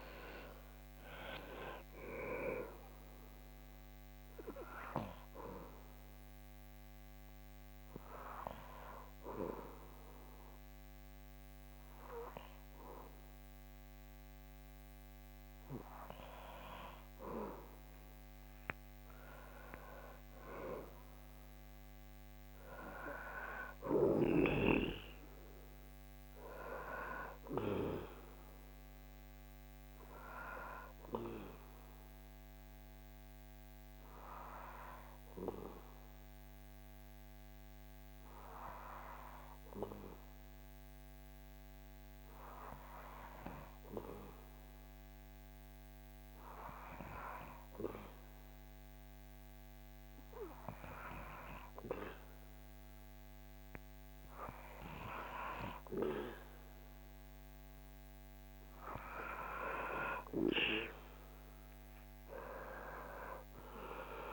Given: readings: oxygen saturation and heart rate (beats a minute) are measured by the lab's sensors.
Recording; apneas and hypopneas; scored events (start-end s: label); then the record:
breathing in sleep by a microphone on the trachea; 2
3.50-16.00 s: obstructive apnea (oxygen 98% before, 95% lowest, heart rate 67 before, 58 extreme, up 14 after)
19.00-23.50 s: arousal
29.50-57.50 s: obstructive apnea (oxygen 98% before, 94% lowest, heart rate 65 before, 61 extreme, up 7 after)
61.50-64.33 s: arousal
From the record:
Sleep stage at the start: N2 (light sleep); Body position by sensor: on the back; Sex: male